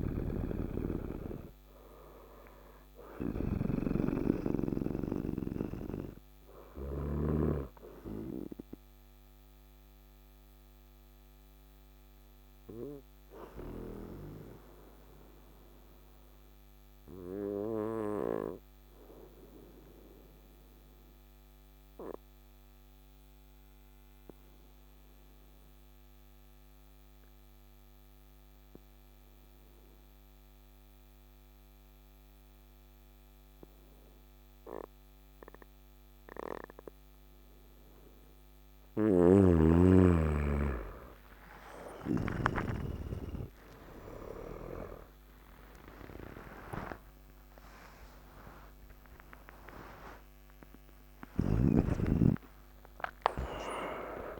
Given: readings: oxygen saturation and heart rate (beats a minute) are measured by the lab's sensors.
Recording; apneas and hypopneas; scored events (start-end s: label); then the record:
breathing in sleep by a microphone on the trachea; 1
0.00-7.00 s: oxygen desaturation (device-marked, oxygen 91% lowest, heart rate 53 extreme)
0.00-7.00 s: snoring (device-marked)
8.50-37.00 s: obstructive apnea (oxygen 98% before, 91% lowest, heart rate 62 before, 53 extreme, up 20 after)
40.50-48.50 s: arousal
From the record:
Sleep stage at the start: N2 (light sleep); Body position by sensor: on the right side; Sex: male